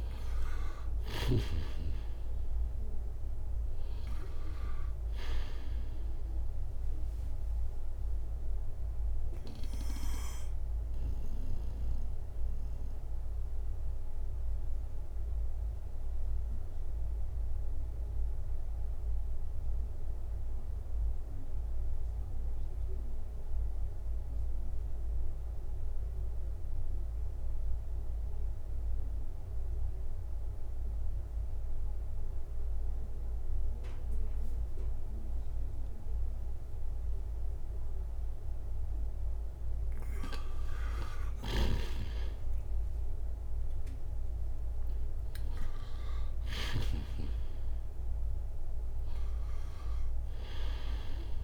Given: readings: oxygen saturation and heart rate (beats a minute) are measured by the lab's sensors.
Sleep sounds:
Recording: breathing in sleep by a room microphone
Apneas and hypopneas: 1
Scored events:
0.00-1.50 s: snoring (device-marked)
0.00-30.50 s: oxygen desaturation (device-marked, oxygen 80% lowest, heart rate 58 extreme)
9.50-37.00 s: mixed apnea (oxygen 96% before, 80% lowest, heart rate 67 before, 58 extreme, up 17 after)
40.50-44.00 s: arousal
41.50-47.00 s: snoring (device-marked)
42.50-51.44 s: oxygen desaturation (device-marked, oxygen 98% before, 87% lowest, heart rate 60 before, 58 extreme)
From the record:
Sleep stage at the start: N2 (light sleep)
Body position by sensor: on the right side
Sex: male

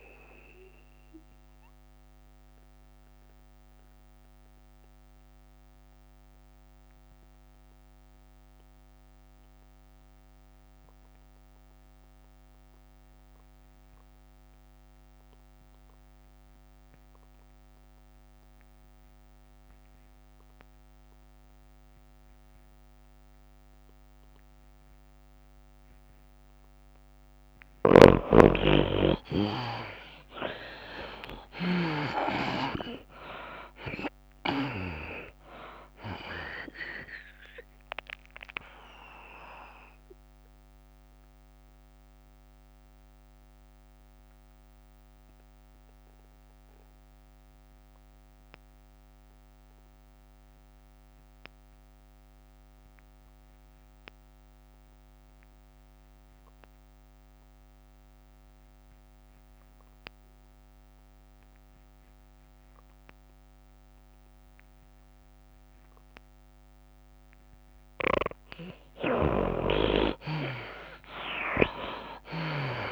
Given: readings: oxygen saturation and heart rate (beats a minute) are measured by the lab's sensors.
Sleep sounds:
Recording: breathing in sleep by a microphone on the trachea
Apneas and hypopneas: 2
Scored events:
0.00-6.50 s: drop in pulse transit time (device-marked, heart rate 104 extreme)
0.00-6.50 s: tachycardia (device-marked, heart rate 107 extreme)
0.00-15.50 s: oxygen desaturation (device-marked, oxygen 78% lowest, heart rate 92 extreme)
1.00-27.50 s: mixed apnea (oxygen 97% before, 72% lowest, heart rate 100 before, 92 extreme, up 11 after)
23.50-56.50 s: oxygen desaturation (device-marked, oxygen 98% before, 74% lowest, heart rate 98 before, 94 extreme)
30.50-48.50 s: tachycardia (device-marked, heart rate 102 before, 107 extreme)
33.00-37.00 s: arousal
34.50-46.50 s: drop in pulse transit time (device-marked, heart rate 95 before, 103 extreme)
39.00-68.50 s: mixed apnea (oxygen 98% before, 72% lowest, heart rate 96 before, 94 extreme, up 9 after)
61.50-72.92 s: oxygen desaturation (device-marked, oxygen 98% before, 72% lowest, heart rate 101 before, 94 extreme)
71.50-72.92 s: arousal
71.50-72.92 s: tachycardia (device-marked, heart rate 101 before, 107 extreme)
From the record:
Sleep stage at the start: N2 (light sleep)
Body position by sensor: on the back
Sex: female

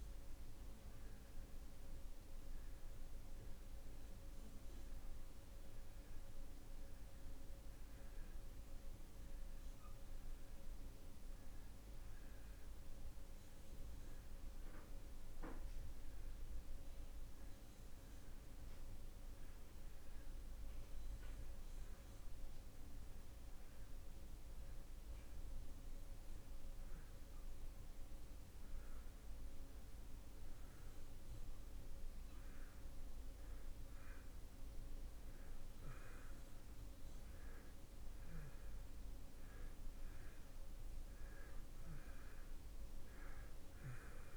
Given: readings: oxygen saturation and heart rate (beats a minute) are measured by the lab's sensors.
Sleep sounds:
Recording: breathing in sleep, hard to hear, by a room microphone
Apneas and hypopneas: 1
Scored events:
0.00-20.00 s: oxygen desaturation (device-marked, oxygen 87% lowest)
18.50-30.00 s: hypopnea (oxygen 92% before, 90% lowest)
31.00-35.50 s: arousal
From the record:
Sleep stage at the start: N2 (light sleep)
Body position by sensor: on the back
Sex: male

